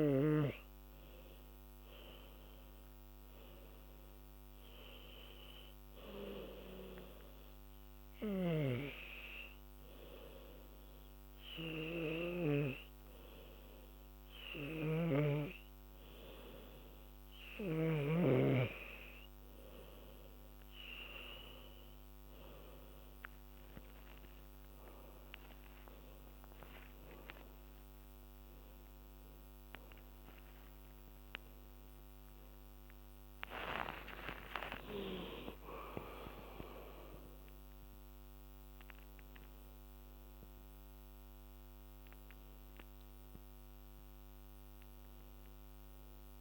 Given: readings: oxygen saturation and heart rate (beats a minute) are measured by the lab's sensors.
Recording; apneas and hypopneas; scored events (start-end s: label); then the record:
breathing in sleep by a microphone on the trachea; 1
0.00-3.50 s: arousal
8.00-20.00 s: hypopnea (oxygen 98% before, 94% lowest, heart rate 88 before, 84 extreme, up 9 after)
15.00-18.50 s: snoring (device-marked)
27.00-33.50 s: arousal
From the record:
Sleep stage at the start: N2 (light sleep); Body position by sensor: on the back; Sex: female